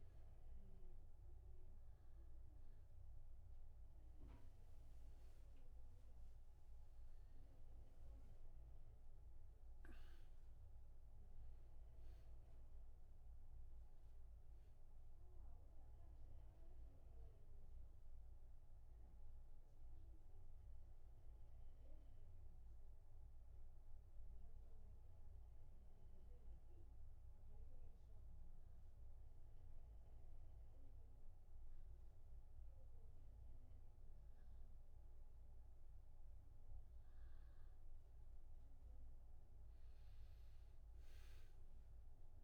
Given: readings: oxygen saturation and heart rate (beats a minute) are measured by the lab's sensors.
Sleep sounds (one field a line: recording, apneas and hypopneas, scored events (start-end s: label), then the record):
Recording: breathing in sleep, hard to hear, by a room microphone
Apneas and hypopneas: 1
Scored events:
0.00-11.50 s: oxygen desaturation (device-marked, oxygen 92% lowest)
11.00-16.00 s: arousal
26.50-37.50 s: obstructive apnea (oxygen 95% before, 92% lowest)
40.00-42.44 s: arousal
From the record:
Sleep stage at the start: N1 (lightest sleep)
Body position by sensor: on the back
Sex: male